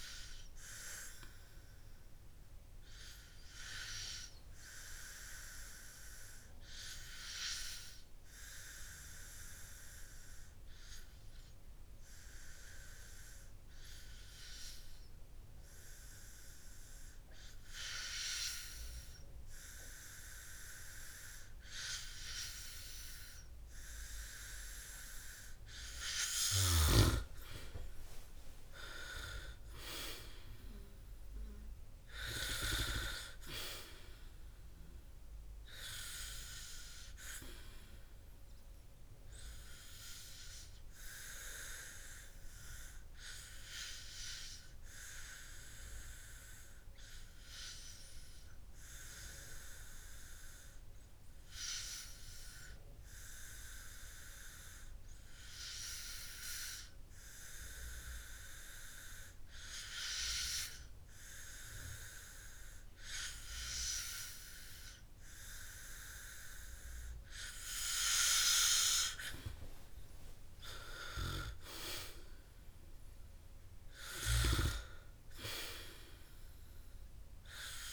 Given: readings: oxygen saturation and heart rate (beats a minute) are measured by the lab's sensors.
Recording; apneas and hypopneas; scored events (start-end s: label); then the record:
breathing in sleep by a room microphone; 2
1.50-20.50 s: hypopnea (oxygen 98% before, 92% lowest, heart rate 65 before, 52 extreme, up 5 after)
4.00-18.00 s: oxygen desaturation (device-marked, oxygen 97% before, 92% lowest, heart rate 62 before, 55 extreme)
22.50-26.00 s: arousal
44.00-67.50 s: hypopnea (oxygen 99% before, 94% lowest, heart rate 63 before, 51 extreme, up 23 after)
72.50-76.50 s: arousal
From the record:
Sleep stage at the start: N2 (light sleep); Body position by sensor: on the back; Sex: male